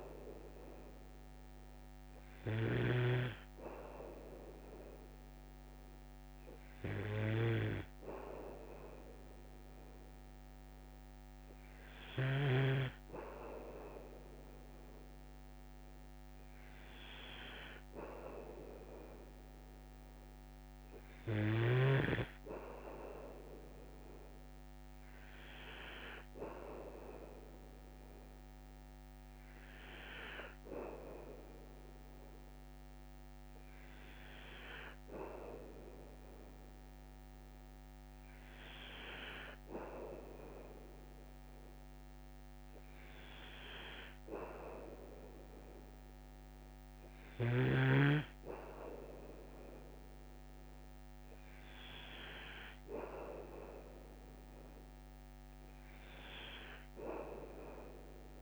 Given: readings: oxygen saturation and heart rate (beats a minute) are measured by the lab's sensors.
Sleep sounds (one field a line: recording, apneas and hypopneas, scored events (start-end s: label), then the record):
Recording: breathing in sleep by a microphone on the trachea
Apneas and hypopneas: none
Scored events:
2.50-12.50 s: snoring (device-marked)
From the record:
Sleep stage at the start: N2 (light sleep)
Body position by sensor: on the back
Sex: male